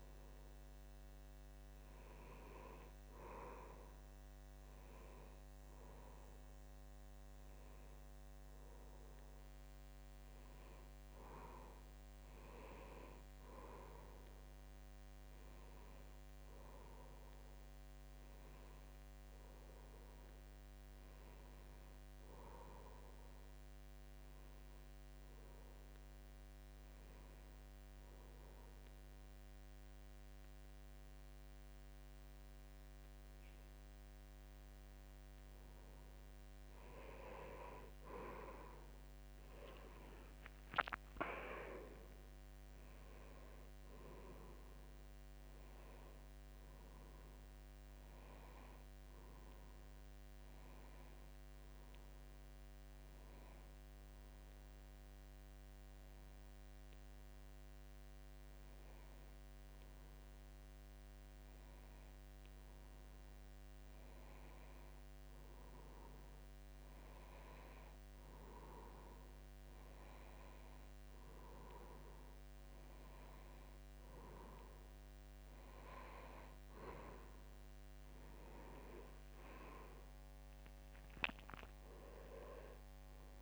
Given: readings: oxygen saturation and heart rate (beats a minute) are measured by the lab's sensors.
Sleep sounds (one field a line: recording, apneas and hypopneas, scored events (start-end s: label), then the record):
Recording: breathing in sleep by a microphone on the trachea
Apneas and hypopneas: 2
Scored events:
17.50-21.50 s: arousal
25.00-35.50 s: obstructive apnea (oxygen 94% before, 91% lowest, heart rate 75 before, 76 extreme, up 4 after)
42.50-45.00 s: arousal
52.00-69.50 s: obstructive apnea (oxygen 93% before, 91% lowest, heart rate 78 before, 76 extreme, up 2 after)
72.00-76.00 s: arousal
From the record:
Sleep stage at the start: N2 (light sleep)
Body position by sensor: on the back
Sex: male